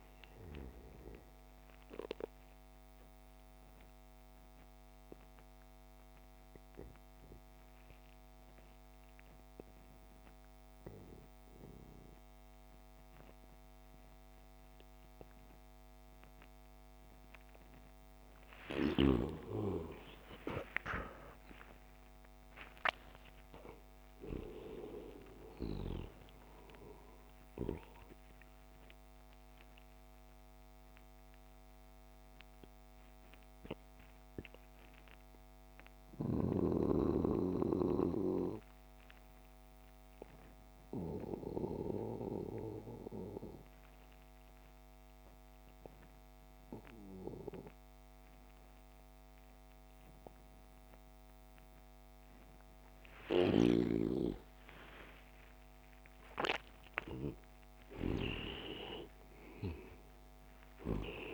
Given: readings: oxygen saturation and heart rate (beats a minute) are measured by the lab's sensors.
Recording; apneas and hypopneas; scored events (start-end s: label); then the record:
breathing in sleep by a microphone on the trachea; 2
0.00-8.50 s: oxygen desaturation (device-marked, oxygen 95% lowest)
1.00-18.50 s: obstructive apnea (oxygen 99% before, 88% lowest)
19.50-24.50 s: arousal
23.50-42.50 s: oxygen desaturation (device-marked, oxygen 98% before, 88% lowest)
30.00-54.00 s: obstructive apnea (oxygen 98% before, 88% lowest)
54.00-61.34 s: snoring (device-marked)
56.00-61.00 s: arousal
59.50-61.34 s: oxygen desaturation (device-marked, oxygen 99% before, 92% lowest)
From the record:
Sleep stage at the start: N2 (light sleep); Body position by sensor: on the back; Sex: male